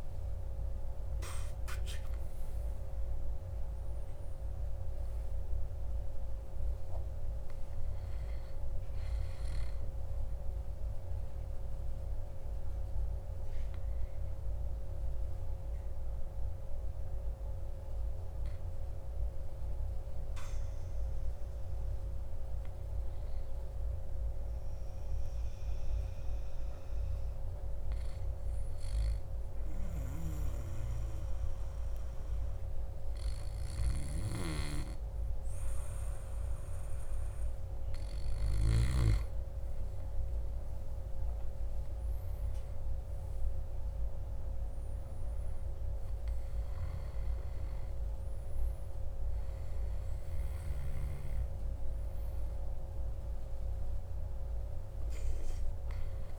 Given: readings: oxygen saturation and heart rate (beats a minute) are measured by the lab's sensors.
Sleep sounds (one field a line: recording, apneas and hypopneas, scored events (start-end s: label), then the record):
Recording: breathing in sleep, hard to hear, by a room microphone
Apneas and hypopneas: 1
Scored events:
3.00-8.00 s: arousal
24.50-38.50 s: hypopnea (oxygen 99% before, 96% lowest, heart rate 57 before, 54 extreme, up 8 after)
41.00-43.50 s: arousal
From the record:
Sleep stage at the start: N2 (light sleep)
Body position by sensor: on the back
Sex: male